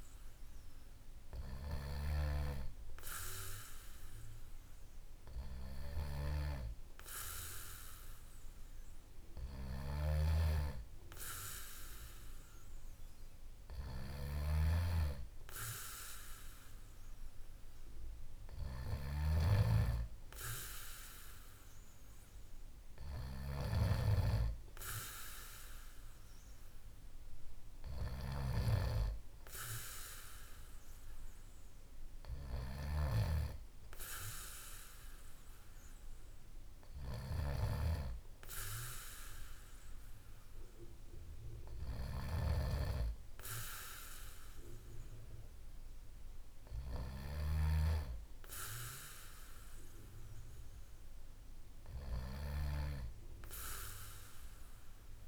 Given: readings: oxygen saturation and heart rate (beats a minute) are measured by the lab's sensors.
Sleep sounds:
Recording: breathing in sleep by a room microphone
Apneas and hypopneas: none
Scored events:
none scored
From the record:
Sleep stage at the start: N2 (light sleep)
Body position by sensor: on the back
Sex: male

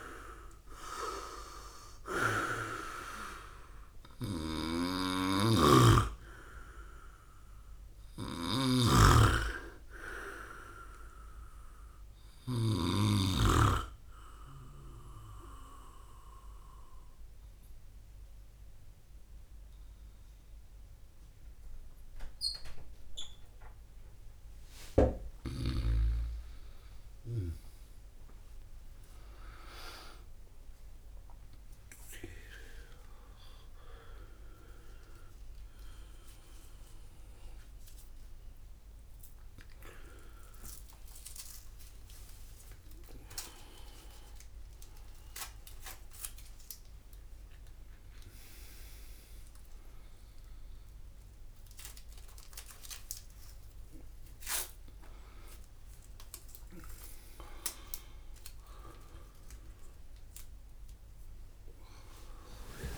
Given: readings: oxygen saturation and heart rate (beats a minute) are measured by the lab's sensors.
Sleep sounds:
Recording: a person partly awake in a sleep study, by a room microphone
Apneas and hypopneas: none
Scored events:
0.00-2.00 s: snoring (device-marked)
4.00-12.50 s: snoring (device-marked)
34.00-62.98 s: new sleep stage, awake
From the record:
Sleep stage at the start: N2 (light sleep)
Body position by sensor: on the right side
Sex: male

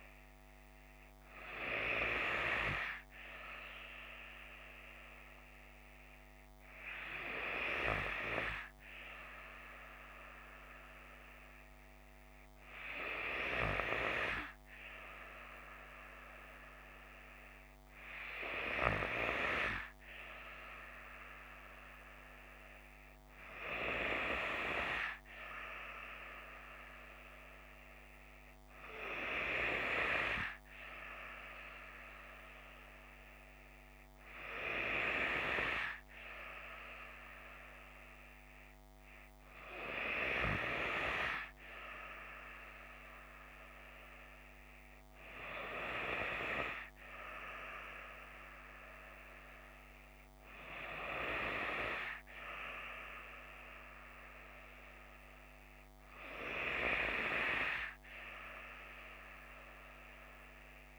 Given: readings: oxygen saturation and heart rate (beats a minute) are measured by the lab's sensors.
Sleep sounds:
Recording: breathing in sleep by a microphone on the trachea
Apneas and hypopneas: none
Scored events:
none scored
From the record:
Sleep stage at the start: N3 (deep sleep)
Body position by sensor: on the left side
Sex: female

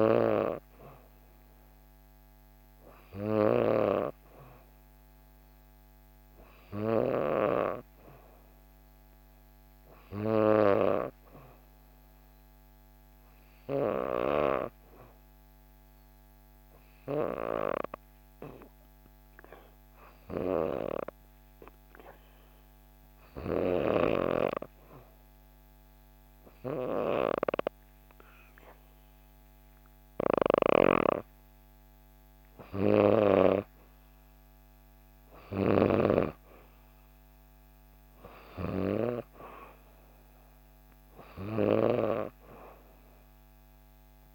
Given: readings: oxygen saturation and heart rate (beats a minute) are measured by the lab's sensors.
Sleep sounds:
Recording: breathing in sleep by a microphone on the trachea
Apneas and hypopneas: 1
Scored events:
9.00-12.00 s: arousal
15.00-30.00 s: hypopnea (oxygen 95% before, 90% lowest, heart rate 63 before, 63 extreme, up 1 after)
30.00-35.50 s: snoring (device-marked)
30.00-44.35 s: oxygen desaturation (device-marked, oxygen 94% before, 90% lowest, heart rate 65 before, 63 extreme)
31.50-35.00 s: arousal
From the record:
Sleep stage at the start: N2 (light sleep)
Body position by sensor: on the back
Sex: female

